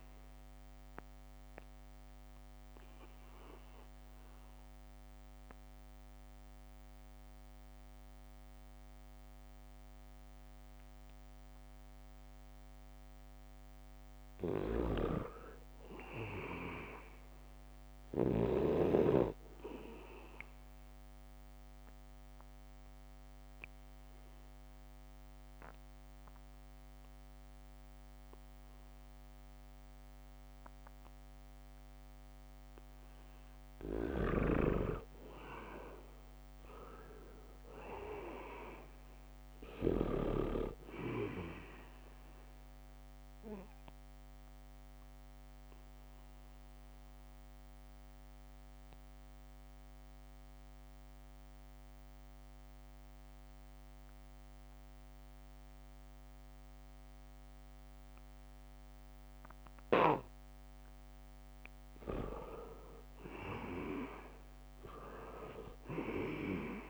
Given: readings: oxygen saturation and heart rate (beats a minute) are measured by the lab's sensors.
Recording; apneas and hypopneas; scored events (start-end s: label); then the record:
breathing in sleep by a microphone on the trachea; 3
0.00-3.00 s: leg movement (device-marked)
0.00-14.00 s: oxygen desaturation (device-marked, oxygen 86% lowest, heart rate 76 extreme)
1.50-14.00 s: obstructive apnea (oxygen 98% before, 83% lowest, heart rate 77 before, 76 extreme, up 6 after)
16.00-20.00 s: arousal
21.50-34.00 s: obstructive apnea (oxygen 98% before, 83% lowest, heart rate 78 before, 77 extreme, up 2 after)
22.00-34.00 s: oxygen desaturation (device-marked, oxygen 97% before, 87% lowest, heart rate 79 before, 77 extreme)
34.50-41.00 s: snoring (device-marked)
36.00-40.00 s: arousal
36.00-55.00 s: oxygen desaturation (device-marked, oxygen 96% before, 83% lowest, heart rate 79 before, 77 extreme)
43.50-60.50 s: obstructive apnea (oxygen 97% before, 83% lowest, heart rate 78 before, 77 extreme, up 2 after)
61.00-65.00 s: arousal
From the record:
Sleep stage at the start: N2 (light sleep); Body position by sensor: on the back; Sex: male